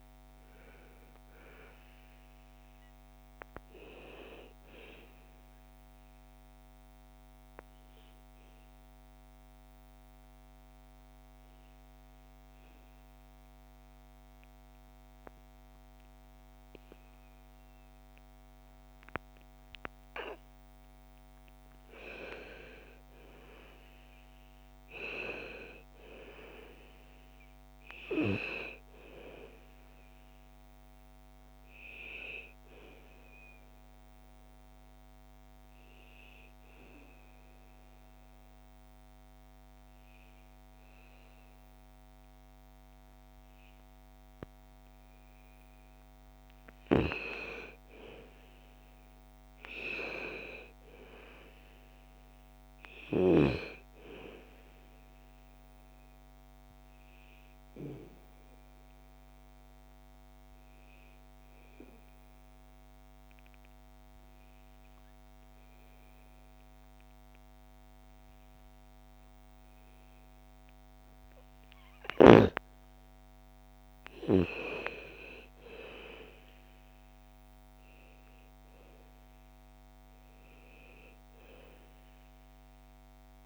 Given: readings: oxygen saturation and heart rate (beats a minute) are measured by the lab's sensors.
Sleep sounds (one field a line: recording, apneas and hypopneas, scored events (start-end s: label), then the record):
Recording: breathing in sleep by a microphone on the trachea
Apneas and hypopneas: 3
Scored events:
2.00-14.00 s: oxygen desaturation (device-marked, oxygen 97% before, 91% lowest, heart rate 60 before, 54 extreme)
4.50-20.50 s: obstructive apnea (oxygen 97% before, 88% lowest, heart rate 60 before, 54 extreme, up 9 after)
23.00-27.00 s: arousal
23.00-40.00 s: oxygen desaturation (device-marked, oxygen 97% before, 88% lowest, heart rate 58 before, 55 extreme)
33.00-45.00 s: obstructive apnea (oxygen 97% before, 87% lowest, heart rate 58 before, 52 extreme, up 6 after)
46.50-51.00 s: arousal
54.00-66.00 s: oxygen desaturation (device-marked, oxygen 97% before, 91% lowest, heart rate 59 before, 52 extreme)
55.50-71.50 s: obstructive apnea (oxygen 97% before, 87% lowest, heart rate 59 before, 52 extreme, up 8 after)
72.00-83.46 s: oxygen desaturation (device-marked, oxygen 97% before, 87% lowest, heart rate 58 before, 55 extreme)
72.50-76.50 s: arousal
From the record:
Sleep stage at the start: N2 (light sleep)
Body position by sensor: on the back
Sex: female